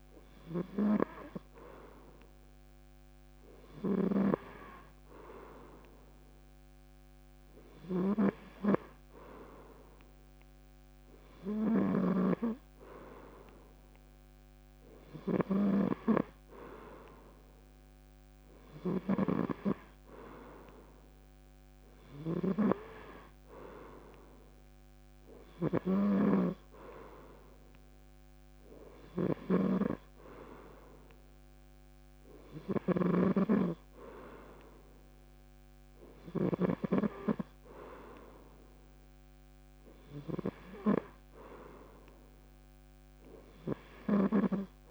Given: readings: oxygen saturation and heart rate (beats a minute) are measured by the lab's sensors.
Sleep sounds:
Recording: breathing in sleep by a microphone on the trachea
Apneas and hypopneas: none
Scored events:
3.50-36.50 s: snoring (device-marked)
From the record:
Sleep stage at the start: N3 (deep sleep)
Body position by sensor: on the back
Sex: male

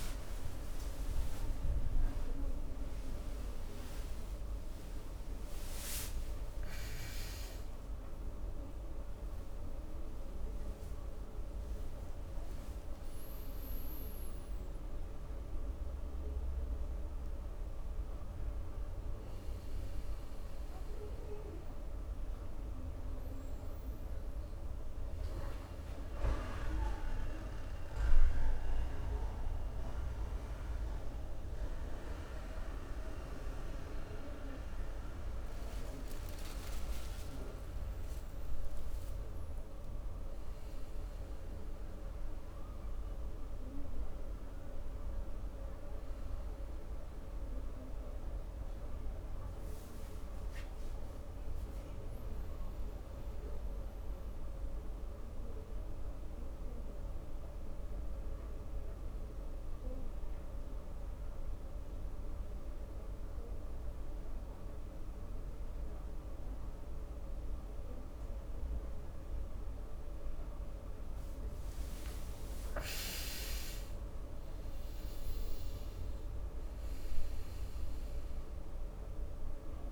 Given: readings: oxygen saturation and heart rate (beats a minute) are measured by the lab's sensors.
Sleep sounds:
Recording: breathing in sleep, hard to hear, by a room microphone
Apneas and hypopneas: 1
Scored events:
0.00-1.00 s: arousal
10.00-79.92 s: new sleep stage, N2 (light sleep)
45.50-50.00 s: arousal
57.50-72.00 s: central apnea (oxygen 96% before, 94% lowest)
73.00-76.50 s: arousal
From the record:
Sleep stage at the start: N1 (lightest sleep)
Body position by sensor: on the back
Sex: male

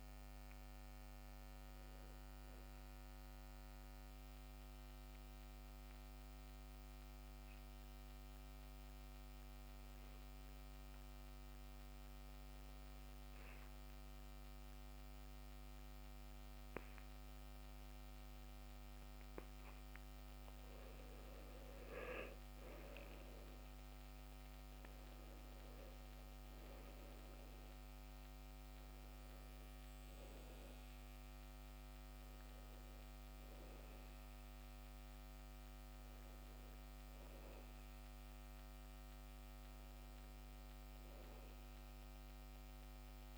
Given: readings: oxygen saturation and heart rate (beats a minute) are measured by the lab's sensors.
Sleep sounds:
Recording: breathing in sleep, hard to hear, by a microphone on the trachea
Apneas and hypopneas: 1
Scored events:
5.00-19.00 s: obstructive apnea (oxygen 95% before, 90% lowest, heart rate 72 before, 68 extreme, up 8 after)
21.00-27.00 s: arousal
27.50-37.50 s: oxygen desaturation (device-marked, oxygen 95% before, 91% lowest, heart rate 70 before, 64 extreme)
From the record:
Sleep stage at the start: N2 (light sleep)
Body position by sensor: on the back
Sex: male

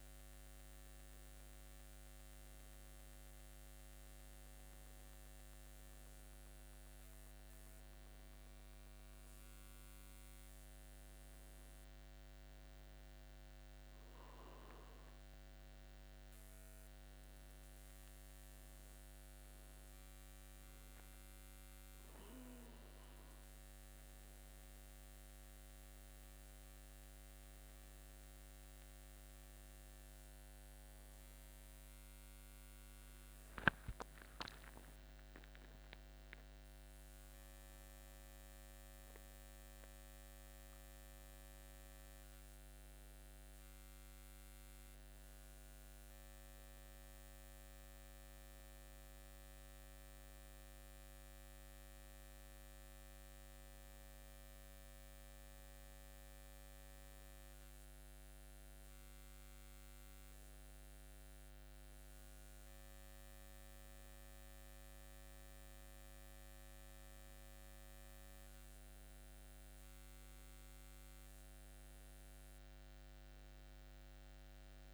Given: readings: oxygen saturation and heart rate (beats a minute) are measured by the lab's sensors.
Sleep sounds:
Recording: breathing in sleep, hard to hear, by a microphone on the trachea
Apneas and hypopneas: none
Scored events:
15.50-74.94 s: new sleep stage, N2 (light sleep)
32.00-34.50 s: arousal
From the record:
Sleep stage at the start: N1 (lightest sleep)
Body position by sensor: upright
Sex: male

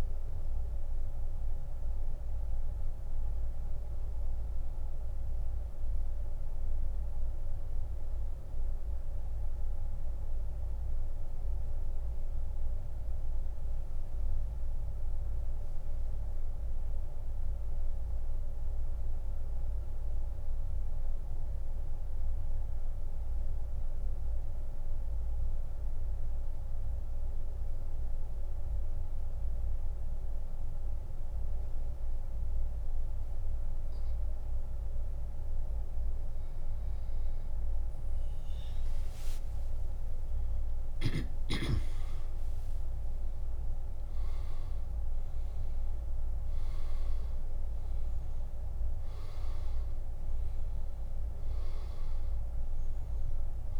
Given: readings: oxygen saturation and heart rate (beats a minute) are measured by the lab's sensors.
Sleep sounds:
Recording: breathing in sleep, hard to hear, by a room microphone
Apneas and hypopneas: 1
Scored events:
0.00-37.00 s: oxygen desaturation (device-marked, oxygen 88% lowest, heart rate 58 extreme)
3.00-34.00 s: central apnea (oxygen 98% before, 88% lowest, heart rate 81 before, 67 extreme, up 29 after)
39.00-42.50 s: arousal
From the record:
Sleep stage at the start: N2 (light sleep)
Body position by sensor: on the back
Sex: male

